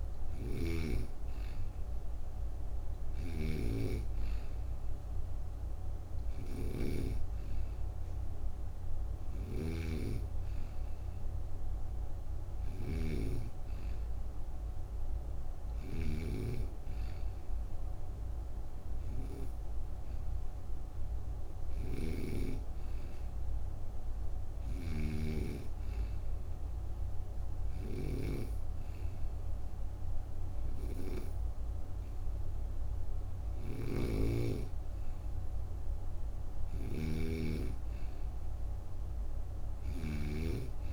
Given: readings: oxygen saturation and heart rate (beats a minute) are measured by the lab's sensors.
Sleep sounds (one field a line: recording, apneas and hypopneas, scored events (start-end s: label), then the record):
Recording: breathing in sleep by a room microphone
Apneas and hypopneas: 1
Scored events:
2.50-22.00 s: snoring (device-marked)
24.00-40.93 s: snoring (device-marked)
26.00-36.50 s: obstructive apnea (oxygen 95% before, 93% lowest)
39.00-40.93 s: arousal
From the record:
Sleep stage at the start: N2 (light sleep)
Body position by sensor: on the right side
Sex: female